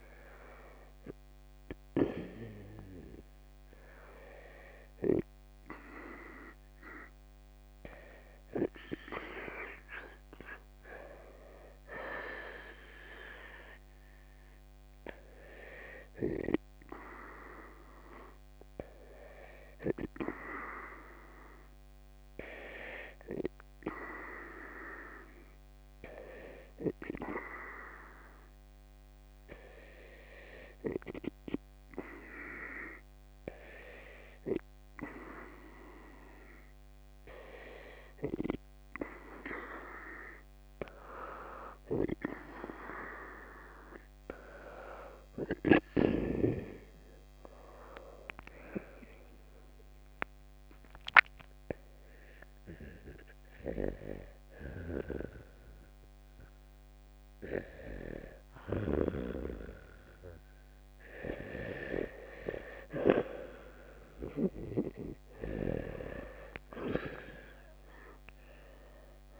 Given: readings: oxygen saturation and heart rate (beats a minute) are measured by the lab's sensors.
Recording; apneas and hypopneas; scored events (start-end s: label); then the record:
breathing in sleep by a microphone on the trachea; none
16.00-32.00 s: oxygen desaturation (device-marked, oxygen 92% before, 88% lowest, heart rate 63 before, 56 extreme)
48.50-52.00 s: arousal
67.50-69.40 s: arousal
From the record:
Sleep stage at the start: N2 (light sleep); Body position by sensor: on the right side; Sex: male